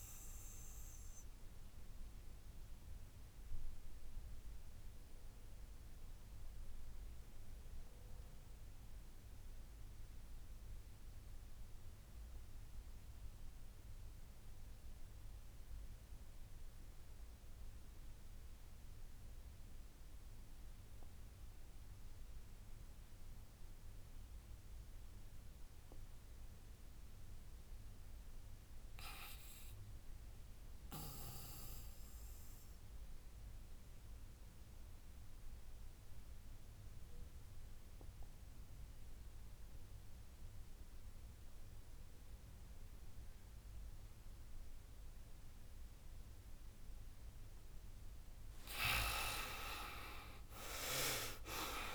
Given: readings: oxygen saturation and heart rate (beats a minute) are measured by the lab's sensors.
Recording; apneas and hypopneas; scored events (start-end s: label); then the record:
breathing in sleep by a room microphone; 1
0.00-4.50 s: drop in pulse transit time (device-marked, heart rate 80 extreme)
0.00-13.50 s: oxygen desaturation (device-marked, oxygen 91% lowest, heart rate 73 extreme)
0.50-46.50 s: obstructive apnea (oxygen 99% before, 82% lowest, heart rate 82 before, 67 extreme, up 19 after)
8.50-51.95 s: new sleep stage, REM sleep
30.50-51.95 s: oxygen desaturation (device-marked, oxygen 97% before, 82% lowest, heart rate 76 before, 67 extreme)
32.50-39.50 s: drop in pulse transit time (device-marked, heart rate 75 before, 73 extreme)
48.50-51.95 s: arousal
50.50-51.95 s: drop in pulse transit time (device-marked, heart rate 73 before, 76 extreme)
From the record:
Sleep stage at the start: N2 (light sleep); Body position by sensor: on the back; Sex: female